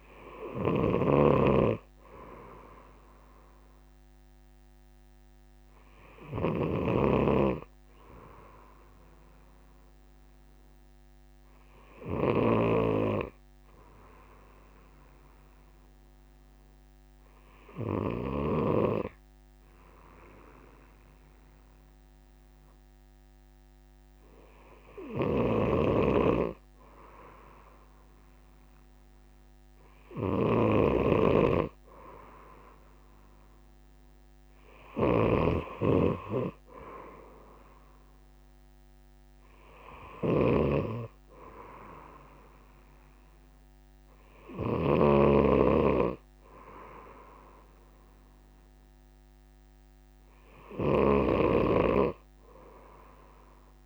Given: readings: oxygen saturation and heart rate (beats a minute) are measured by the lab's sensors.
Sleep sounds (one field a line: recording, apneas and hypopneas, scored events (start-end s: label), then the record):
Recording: breathing in sleep by a microphone on the trachea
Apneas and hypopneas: 1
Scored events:
0.00-18.50 s: snoring (device-marked)
11.50-27.00 s: hypopnea (oxygen 97% before, 96% lowest, heart rate 61 before, 59 extreme, up 3 after)
25.00-45.00 s: snoring (device-marked)
30.50-34.50 s: arousal
From the record:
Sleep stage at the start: N2 (light sleep)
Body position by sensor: on the right side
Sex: male